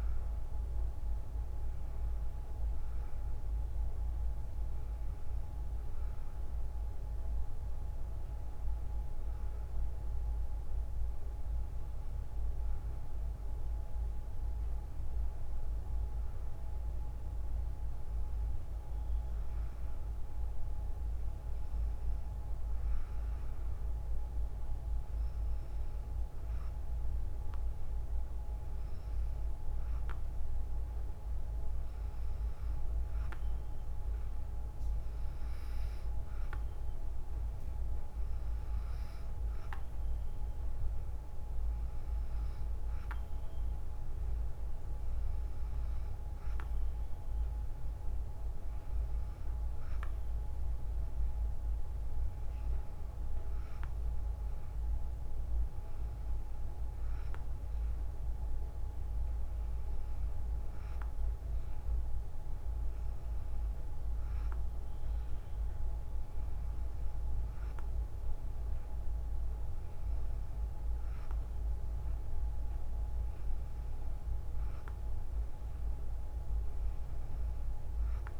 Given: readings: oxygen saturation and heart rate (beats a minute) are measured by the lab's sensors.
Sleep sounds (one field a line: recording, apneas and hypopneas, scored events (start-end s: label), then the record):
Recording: breathing in sleep, hard to hear, by a room microphone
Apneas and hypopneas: none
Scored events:
none scored
From the record:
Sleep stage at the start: N2 (light sleep)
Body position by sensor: on the right side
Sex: female